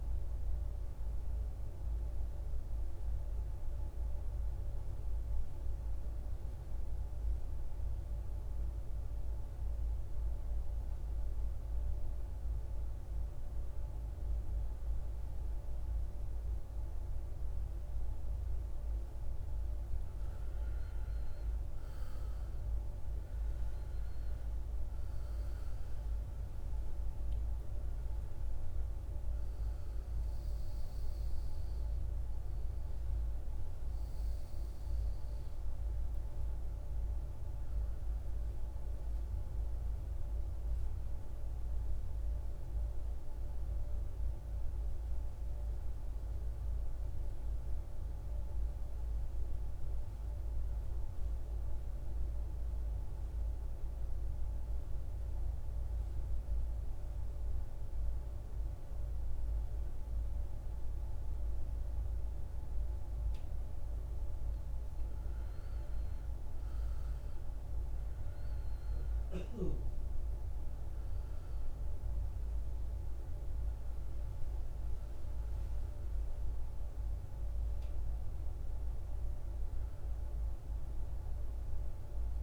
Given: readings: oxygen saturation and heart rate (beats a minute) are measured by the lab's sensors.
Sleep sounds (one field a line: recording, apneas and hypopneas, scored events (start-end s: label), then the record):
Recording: breathing in sleep, hard to hear, by a room microphone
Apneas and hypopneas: 2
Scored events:
0.00-11.50 s: oxygen desaturation (device-marked, oxygen 91% lowest, heart rate 52 extreme)
2.50-19.50 s: mixed apnea (oxygen 97% before, 89% lowest, heart rate 58 before, 52 extreme, up 13 after)
22.00-26.00 s: arousal
23.50-45.50 s: oxygen desaturation (device-marked, oxygen 97% before, 89% lowest, heart rate 57 before, 52 extreme)
45.00-64.00 s: mixed apnea (oxygen 97% before, 89% lowest, heart rate 62 before, 52 extreme, up 12 after)
65.50-69.00 s: arousal
65.50-82.43 s: oxygen desaturation (device-marked, oxygen 97% before, 89% lowest, heart rate 54 before, 52 extreme)
From the record:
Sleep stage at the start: N2 (light sleep)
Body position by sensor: on the back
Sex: male